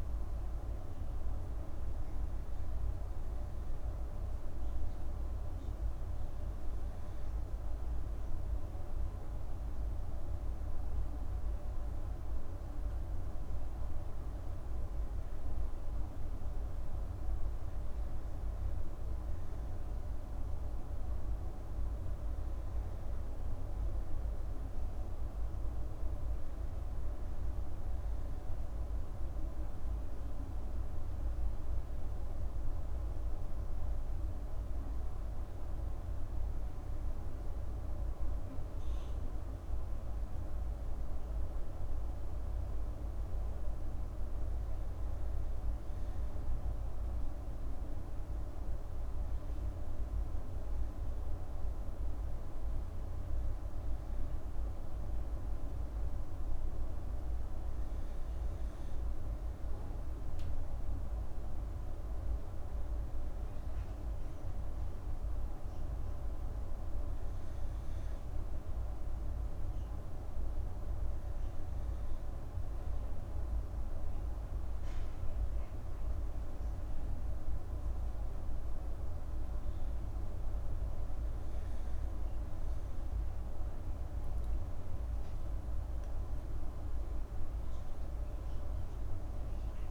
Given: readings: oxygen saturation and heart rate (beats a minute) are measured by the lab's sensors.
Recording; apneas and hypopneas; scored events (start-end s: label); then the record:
breathing in sleep, hard to hear, by a room microphone; none
none scored
From the record:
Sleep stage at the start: N2 (light sleep); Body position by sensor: on the back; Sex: female